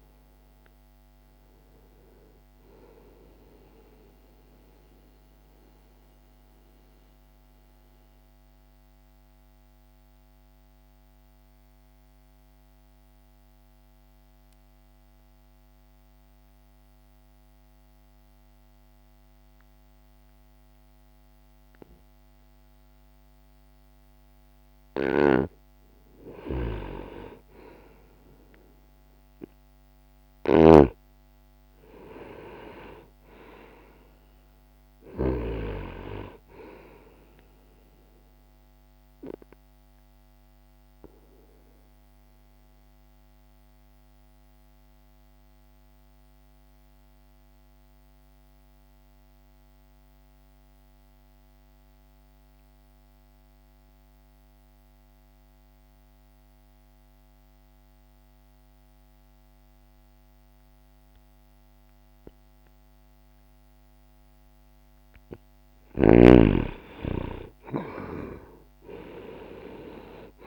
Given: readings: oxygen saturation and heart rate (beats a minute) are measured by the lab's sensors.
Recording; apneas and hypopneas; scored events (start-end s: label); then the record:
breathing in sleep by a microphone on the trachea; 2
3.00-21.00 s: oxygen desaturation (device-marked, oxygen 95% before, 88% lowest, heart rate 66 before, 60 extreme)
3.50-25.00 s: mixed apnea (oxygen 98% before, 86% lowest, heart rate 66 before, 60 extreme, up 1 after)
15.00-70.47 s: new sleep stage, N2 (light sleep)
26.00-35.00 s: snoring (device-marked)
27.00-31.00 s: arousal
32.00-62.00 s: oxygen desaturation (device-marked, oxygen 99% before, 86% lowest, heart rate 61 before, 60 extreme)
38.50-63.50 s: obstructive apnea (oxygen 99% before, 85% lowest, heart rate 61 before, 60 extreme, up 8 after)
65.50-70.00 s: arousal
From the record:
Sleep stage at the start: N1 (lightest sleep); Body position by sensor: on the back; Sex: male